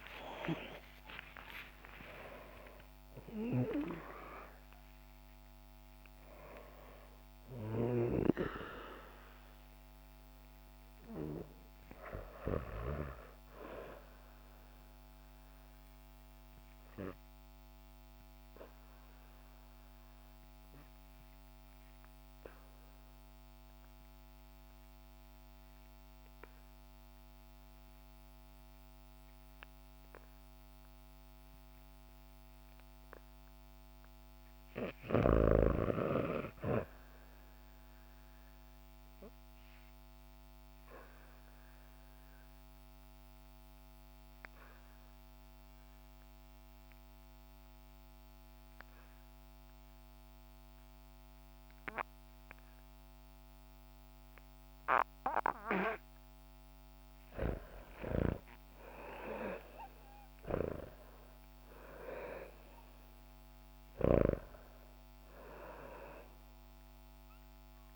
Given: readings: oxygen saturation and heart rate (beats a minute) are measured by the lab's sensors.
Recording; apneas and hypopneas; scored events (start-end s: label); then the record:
breathing in sleep by a microphone on the trachea; 2
0.00-1.50 s: arousal
0.00-23.00 s: oxygen desaturation (device-marked, oxygen 75% lowest, heart rate 52 extreme)
21.50-34.00 s: obstructive apnea (oxygen 89% before, 80% lowest, heart rate 79 before, 55 extreme)
35.50-38.00 s: arousal
36.00-53.00 s: oxygen desaturation (device-marked, oxygen 98% before, 84% lowest, heart rate 63 before, 56 extreme)
39.50-57.00 s: obstructive apnea (oxygen 98% before, 80% lowest, heart rate 61 before, 57 extreme, up 19 after)
55.00-67.96 s: oxygen desaturation (device-marked, oxygen 94% before, 80% lowest, heart rate 57 before, 51 extreme)
58.50-62.50 s: arousal
From the record:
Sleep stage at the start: REM sleep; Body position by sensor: on the back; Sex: female